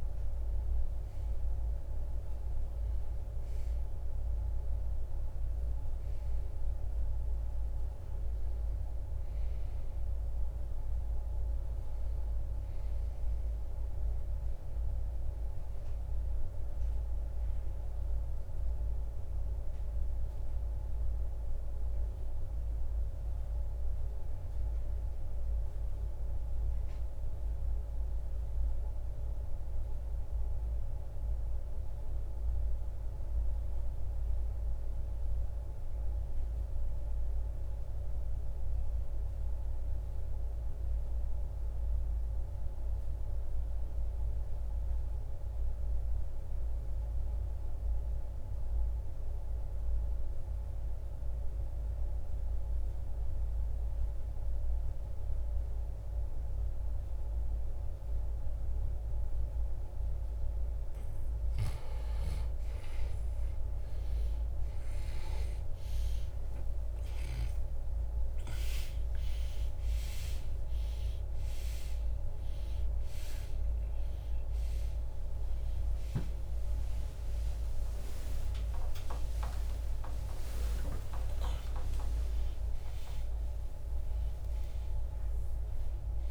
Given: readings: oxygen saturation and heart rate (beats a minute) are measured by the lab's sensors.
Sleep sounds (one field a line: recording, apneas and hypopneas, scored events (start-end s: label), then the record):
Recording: a person partly awake in a sleep study, hard to hear, by a room microphone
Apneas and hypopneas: 1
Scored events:
0.00-31.00 s: oxygen desaturation (device-marked, oxygen 79% lowest, heart rate 49 extreme)
17.00-61.00 s: mixed apnea (oxygen 94% before, 79% lowest, heart rate 78 before, 39 extreme, up 37 after)
55.00-82.00 s: oxygen desaturation (device-marked, oxygen 97% before, 90% lowest, heart rate 56 before, 46 extreme)
58.00-86.31 s: new sleep stage, awake
From the record:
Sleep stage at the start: N2 (light sleep)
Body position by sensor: on the right side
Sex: male